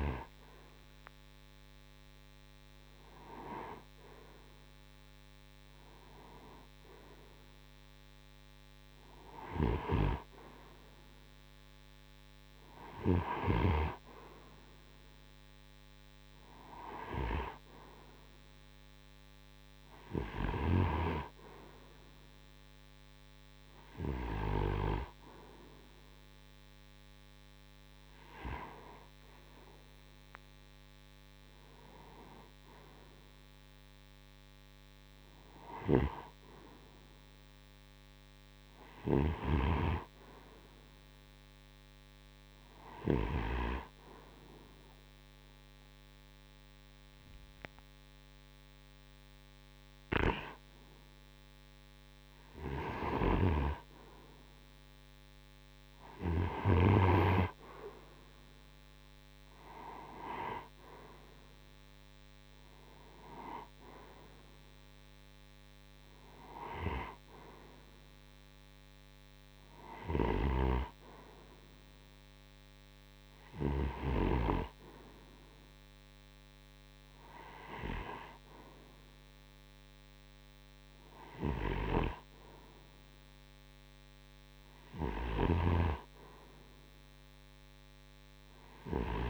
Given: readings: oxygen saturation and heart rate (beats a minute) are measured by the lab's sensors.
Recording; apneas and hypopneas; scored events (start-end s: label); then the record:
breathing in sleep by a microphone on the trachea; 1
8.50-13.00 s: snoring (device-marked)
28.00-33.00 s: arousal
43.50-54.00 s: hypopnea (oxygen 93% before, 89% lowest)
57.00-61.00 s: arousal
63.50-77.50 s: oxygen desaturation (device-marked, oxygen 92% before, 89% lowest)
69.50-73.00 s: snoring (device-marked)
84.50-89.00 s: snoring (device-marked)
From the record:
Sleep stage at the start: N2 (light sleep); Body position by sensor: on the right side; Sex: male